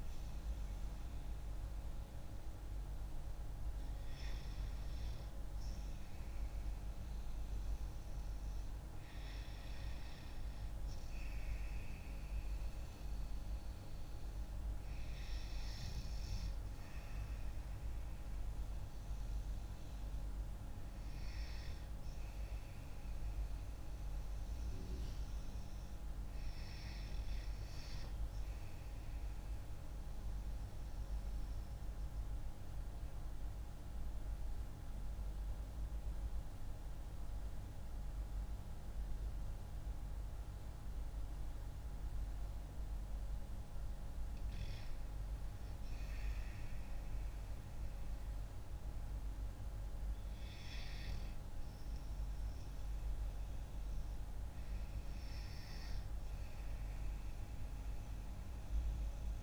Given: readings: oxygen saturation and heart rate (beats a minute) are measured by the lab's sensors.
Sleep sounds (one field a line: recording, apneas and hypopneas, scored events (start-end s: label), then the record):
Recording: breathing in sleep, hard to hear, by a room microphone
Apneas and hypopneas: 1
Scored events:
0.00-1.00 s: arousal
16.50-20.50 s: arousal
29.50-44.50 s: obstructive apnea (oxygen 95% before, 90% lowest)
47.00-52.00 s: arousal
From the record:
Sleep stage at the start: REM sleep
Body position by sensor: on the back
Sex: female